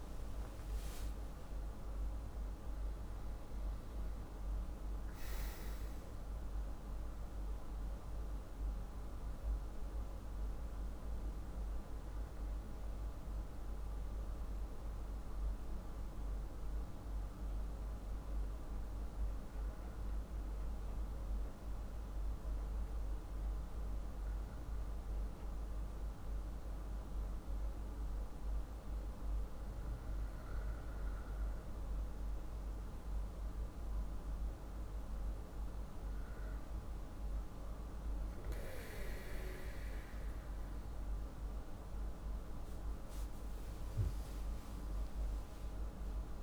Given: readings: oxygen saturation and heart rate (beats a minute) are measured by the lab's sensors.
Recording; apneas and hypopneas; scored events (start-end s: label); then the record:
breathing in sleep, hard to hear, by a room microphone; 1
0.00-5.00 s: arousal
9.00-33.50 s: hypopnea (oxygen 97% before, 94% lowest, heart rate 83 before, 54 extreme, up 8 after)
35.50-39.50 s: arousal
From the record:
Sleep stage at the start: N2 (light sleep); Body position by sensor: on the back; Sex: male